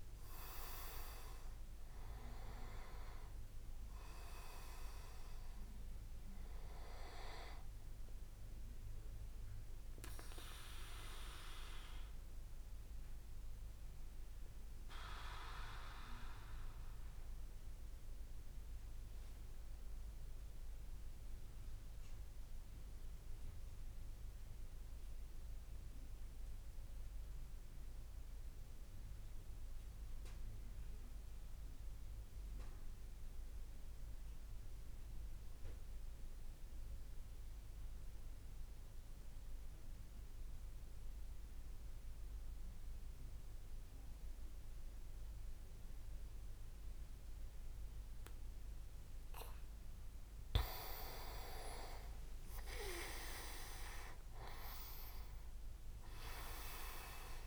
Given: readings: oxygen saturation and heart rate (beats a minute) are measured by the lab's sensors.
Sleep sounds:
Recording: breathing in sleep by a room microphone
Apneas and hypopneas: 1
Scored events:
0.00-1.50 s: leg movement (device-marked)
0.00-2.00 s: arousal
0.00-22.50 s: oxygen desaturation (device-marked, oxygen 87% lowest)
12.00-50.00 s: mixed apnea (oxygen 97% before, 87% lowest)
42.50-57.47 s: oxygen desaturation (device-marked, oxygen 97% before, 89% lowest)
51.50-56.00 s: arousal
From the record:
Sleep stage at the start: N2 (light sleep)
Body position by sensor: on the back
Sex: male

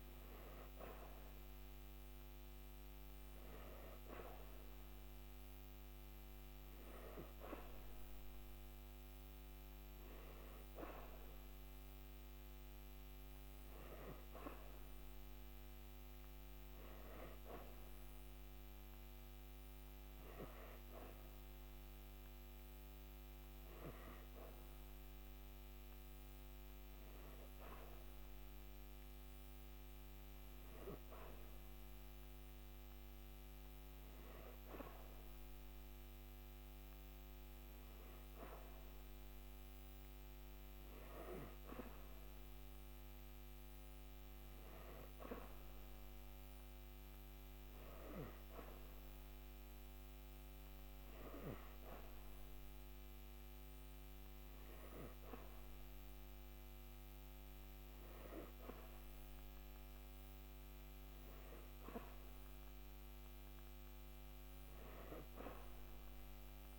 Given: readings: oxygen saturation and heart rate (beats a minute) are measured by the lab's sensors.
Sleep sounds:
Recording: breathing in sleep by a microphone on the trachea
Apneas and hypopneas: none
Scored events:
none scored
From the record:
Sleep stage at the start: N3 (deep sleep)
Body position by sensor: on the back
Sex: female

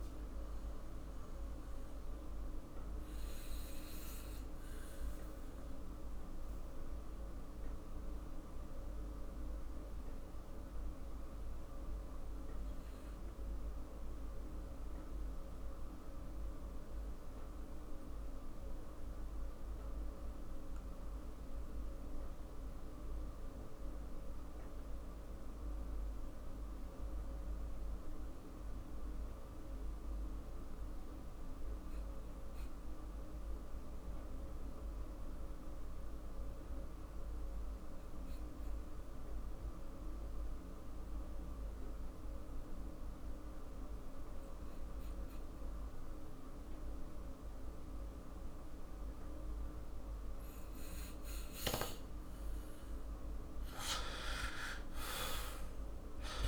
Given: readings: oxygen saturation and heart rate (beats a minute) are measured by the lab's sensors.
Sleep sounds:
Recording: breathing in sleep, hard to hear, by a room microphone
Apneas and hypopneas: 1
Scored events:
1.00-51.00 s: obstructive apnea (oxygen 98% before, 88% lowest, heart rate 52 before, 45 extreme, up 11 after)
32.50-56.48 s: oxygen desaturation (device-marked, oxygen 99% before, 93% lowest, heart rate 48 before, 48 extreme)
52.50-56.48 s: arousal
From the record:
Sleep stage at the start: N2 (light sleep)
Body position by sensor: on the back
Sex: male

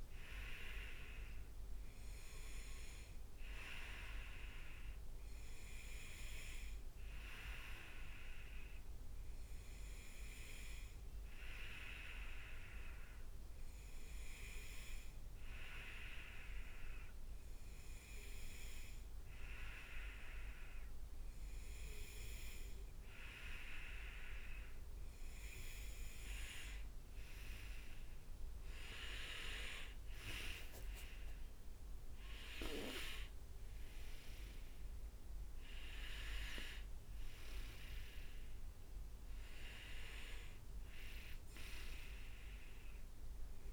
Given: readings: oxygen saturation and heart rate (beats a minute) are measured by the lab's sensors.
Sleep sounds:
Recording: breathing in sleep by a room microphone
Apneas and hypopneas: 1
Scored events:
7.50-23.50 s: hypopnea (oxygen 98% before, 95% lowest, heart rate 64 before, 61 extreme, up 8 after)
26.50-31.50 s: arousal
From the record:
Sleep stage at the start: N2 (light sleep)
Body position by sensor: on the right side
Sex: male

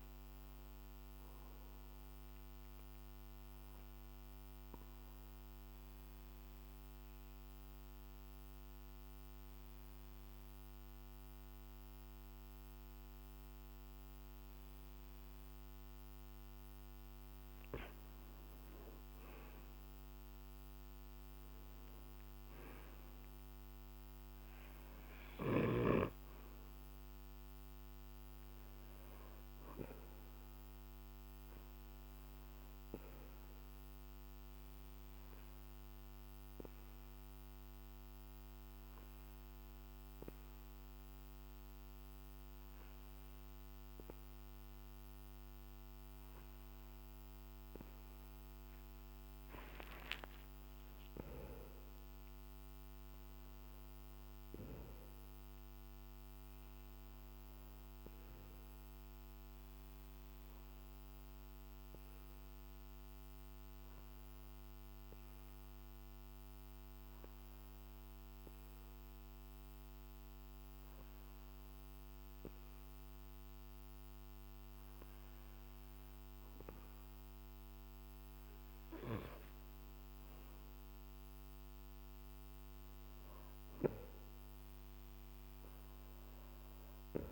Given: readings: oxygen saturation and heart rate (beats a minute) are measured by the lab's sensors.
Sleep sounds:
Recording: breathing in sleep by a microphone on the trachea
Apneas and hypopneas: 3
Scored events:
6.00-17.50 s: central apnea (oxygen 98% before, 93% lowest, heart rate 51 before, 49 extreme, up 15 after)
19.00-23.50 s: arousal
25.50-45.50 s: oxygen desaturation (device-marked, oxygen 96% before, 93% lowest, heart rate 54 before, 50 extreme)
34.50-47.50 s: hypopnea (oxygen 96% before, 93% lowest, heart rate 54 before, 49 extreme, up 3 after)
49.50-53.00 s: arousal
61.50-76.50 s: hypopnea (oxygen 97% before, 94% lowest, heart rate 52 before, 49 extreme, up 13 after)
79.00-82.00 s: arousal
From the record:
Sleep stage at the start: N2 (light sleep)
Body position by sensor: on the back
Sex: male

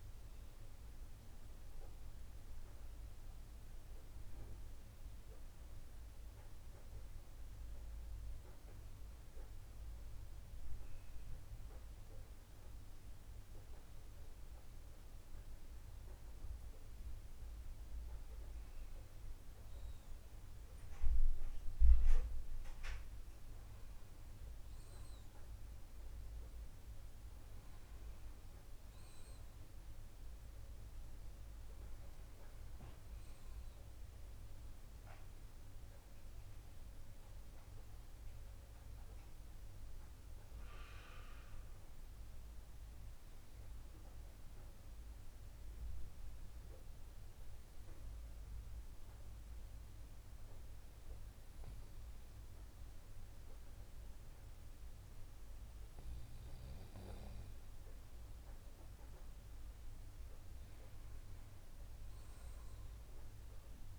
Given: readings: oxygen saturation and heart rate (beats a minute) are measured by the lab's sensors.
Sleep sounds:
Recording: breathing in sleep, hard to hear, by a room microphone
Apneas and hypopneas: 2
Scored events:
1.00-16.00 s: hypopnea (oxygen 97% before, 95% lowest, heart rate 113 before, 29 extreme)
19.00-63.99 s: new sleep stage, N2 (light sleep)
20.00-36.00 s: oxygen desaturation (device-marked, oxygen 99% before, 95% lowest, heart rate 61 before, 117 extreme)
20.50-26.00 s: arousal
38.00-58.50 s: hypopnea (oxygen 99% before, 95% lowest, heart rate 139 before, 90 extreme, up 8 after)
61.50-63.99 s: arousal
From the record:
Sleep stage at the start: N1 (lightest sleep)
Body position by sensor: on the right side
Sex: male

